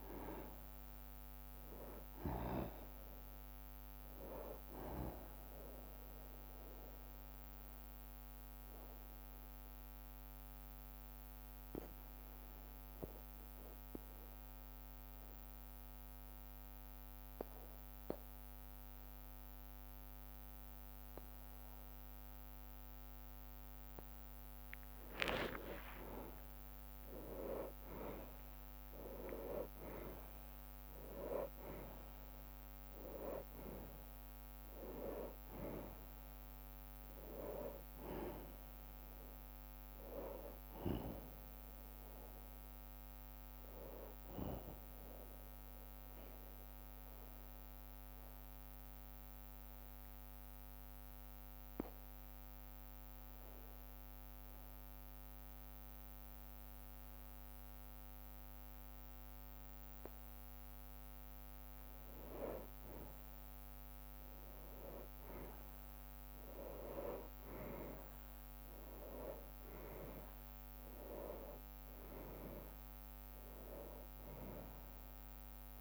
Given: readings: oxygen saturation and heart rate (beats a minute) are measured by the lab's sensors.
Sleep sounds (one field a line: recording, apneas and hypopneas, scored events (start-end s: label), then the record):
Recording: breathing in sleep by a microphone on the trachea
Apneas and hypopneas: 2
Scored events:
0.50-17.50 s: oxygen desaturation (device-marked, oxygen 98% before, 93% lowest, heart rate 57 before, 50 extreme)
1.50-12.50 s: drop in pulse transit time (device-marked, heart rate 57 before, 58 extreme)
5.50-24.00 s: mixed apnea (oxygen 98% before, 92% lowest, heart rate 59 before, 50 extreme, up 38 after)
7.50-21.50 s: bradycardia (device-marked, heart rate 63 before, 50 extreme)
21.50-23.50 s: long interval between heartbeats (device-marked, heart rate 60 before, 51 extreme)
25.00-27.00 s: long interval between heartbeats (device-marked, heart rate 57 before, 77 extreme)
25.50-30.00 s: arousal
25.50-41.50 s: drop in pulse transit time (device-marked, heart rate 58 before, 62 extreme)
37.00-39.00 s: long interval between heartbeats (device-marked, heart rate 66 before, 68 extreme)
44.50-46.50 s: bradycardia (device-marked, heart rate 63 before, 60 extreme)
44.50-61.50 s: mixed apnea (oxygen 97% before, 91% lowest, heart rate 71 before, 47 extreme, up 7 after)
49.50-51.50 s: long interval between heartbeats (device-marked, heart rate 65 before, 67 extreme)
56.50-58.50 s: long interval between heartbeats (device-marked, heart rate 64 before, 66 extreme)
59.50-71.50 s: bradycardia (device-marked, heart rate 63 before, 47 extreme)
63.50-67.00 s: arousal
64.50-75.81 s: oxygen desaturation (device-marked, oxygen 97% before, 91% lowest, heart rate 64 before, 52 extreme)
66.50-75.81 s: drop in pulse transit time (device-marked, heart rate 64 before, 47 extreme)
From the record:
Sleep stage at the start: N2 (light sleep)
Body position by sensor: on the back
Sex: male